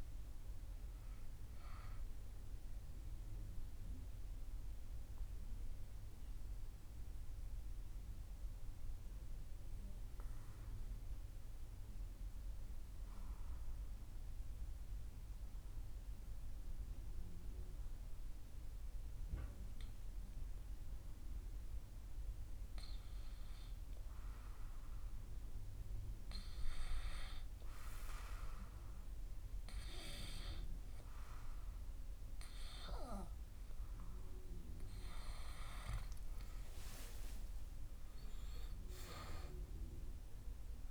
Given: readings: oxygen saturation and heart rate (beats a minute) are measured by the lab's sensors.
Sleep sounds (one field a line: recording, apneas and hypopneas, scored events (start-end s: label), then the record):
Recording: breathing in sleep by a room microphone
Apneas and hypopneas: 1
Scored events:
4.50-32.00 s: obstructive apnea (oxygen 97% before, 95% lowest)
34.00-38.50 s: arousal
36.50-40.91 s: oxygen desaturation (device-marked, oxygen 98% before, 95% lowest)
From the record:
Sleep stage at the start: REM sleep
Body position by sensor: on the back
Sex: male